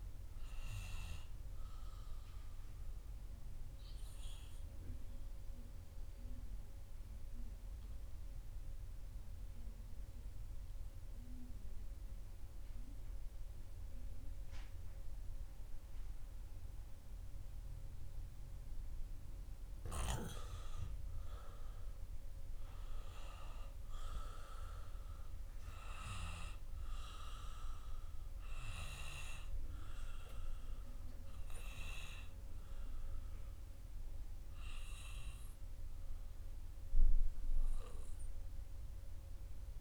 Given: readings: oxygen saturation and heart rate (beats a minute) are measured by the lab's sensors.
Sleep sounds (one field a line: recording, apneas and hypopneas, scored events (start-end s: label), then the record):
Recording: breathing in sleep by a room microphone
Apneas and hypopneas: 1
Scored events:
6.50-20.00 s: obstructive apnea
23.00-27.00 s: arousal
From the record:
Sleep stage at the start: N2 (light sleep)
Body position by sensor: on the back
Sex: male